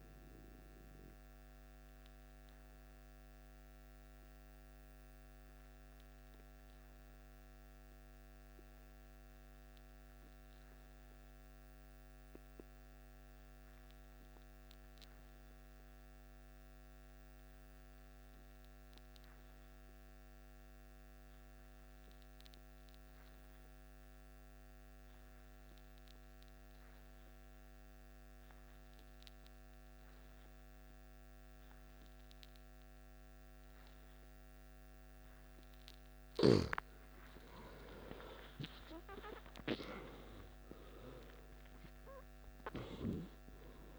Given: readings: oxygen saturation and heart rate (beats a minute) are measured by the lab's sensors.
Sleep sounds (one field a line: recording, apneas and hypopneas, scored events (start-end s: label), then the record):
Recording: breathing in sleep by a microphone on the trachea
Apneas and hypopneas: 1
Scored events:
0.00-13.00 s: oxygen desaturation (device-marked, oxygen 89% lowest, heart rate 51 extreme)
1.00-36.00 s: obstructive apnea (oxygen 96% before, 89% lowest, heart rate 61 before, 51 extreme, up 48 after)
29.00-43.99 s: oxygen desaturation (device-marked, oxygen 96% before, 90% lowest, heart rate 52 before, 52 extreme)
37.50-43.99 s: arousal
38.00-40.00 s: long interval between heartbeats (device-marked, heart rate 53 before, 65 extreme)
From the record:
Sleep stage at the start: N2 (light sleep)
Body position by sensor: on the back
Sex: male